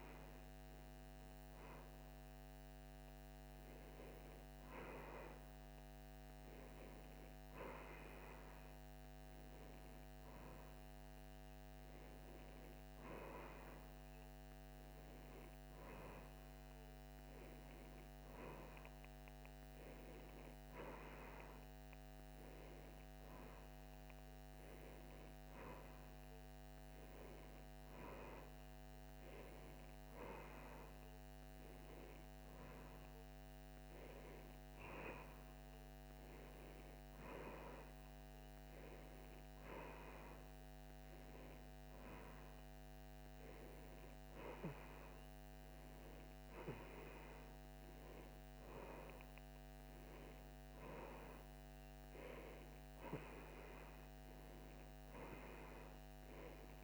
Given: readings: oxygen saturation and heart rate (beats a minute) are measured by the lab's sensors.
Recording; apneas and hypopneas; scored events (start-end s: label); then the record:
breathing in sleep by a microphone on the trachea; none
none scored
From the record:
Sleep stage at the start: N1 (lightest sleep); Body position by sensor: on the back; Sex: female